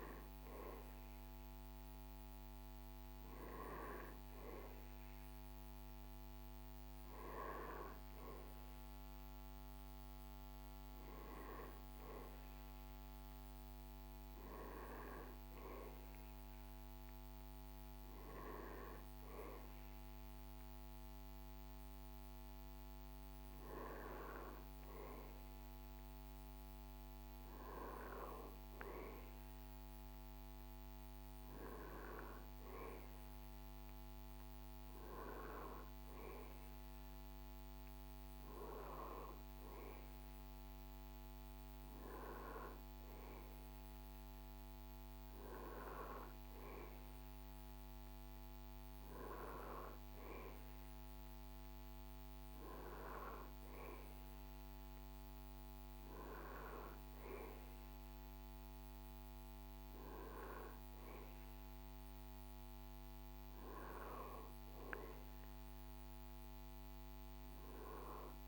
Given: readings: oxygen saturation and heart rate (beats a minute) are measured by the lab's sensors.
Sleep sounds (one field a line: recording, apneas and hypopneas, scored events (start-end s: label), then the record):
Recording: breathing in sleep by a microphone on the trachea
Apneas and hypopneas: none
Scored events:
30.00-60.00 s: new sleep stage, N2 (light sleep)
60.00-68.47 s: new sleep stage, N1 (lightest sleep)
From the record:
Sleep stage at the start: N1 (lightest sleep)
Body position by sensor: on the back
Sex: male